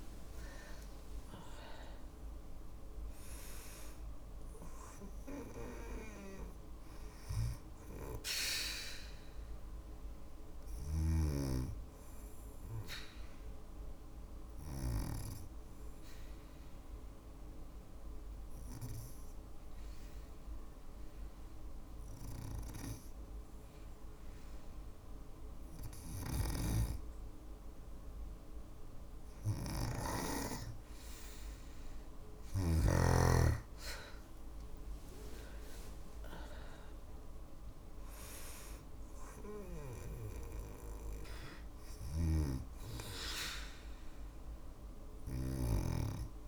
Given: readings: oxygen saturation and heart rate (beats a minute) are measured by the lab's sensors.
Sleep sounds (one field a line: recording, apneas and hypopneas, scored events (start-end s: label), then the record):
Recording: breathing in sleep by a room microphone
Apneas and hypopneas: 1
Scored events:
0.00-1.50 s: arousal
3.50-23.50 s: oxygen desaturation (device-marked, oxygen 97% before, 93% lowest, heart rate 56 before, 54 extreme)
11.00-25.50 s: obstructive apnea (oxygen 98% before, 93% lowest, heart rate 57 before, 54 extreme, up 4 after)
34.50-38.50 s: arousal
34.50-46.48 s: oxygen desaturation (device-marked, oxygen 97% before, 93% lowest, heart rate 55 before, 54 extreme)
From the record:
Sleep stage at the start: N2 (light sleep)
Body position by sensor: on the back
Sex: female